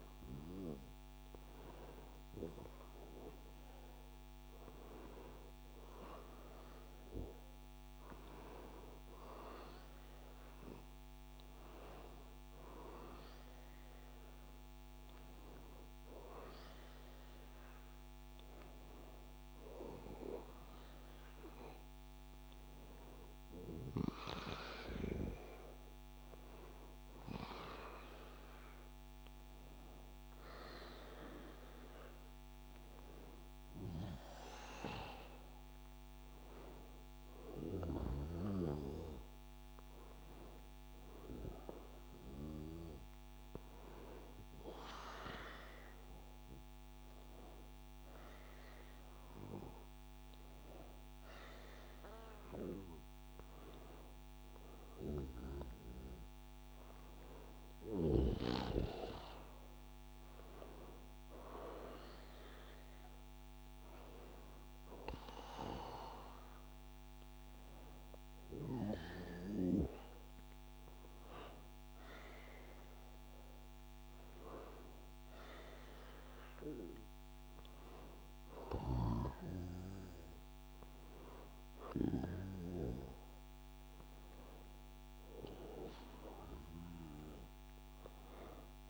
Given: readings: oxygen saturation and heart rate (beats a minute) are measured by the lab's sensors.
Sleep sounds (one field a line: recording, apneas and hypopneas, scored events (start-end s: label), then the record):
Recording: breathing in sleep by a microphone on the trachea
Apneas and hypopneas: none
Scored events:
37.50-41.50 s: arousal
From the record:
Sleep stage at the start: N1 (lightest sleep)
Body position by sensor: on the back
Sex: male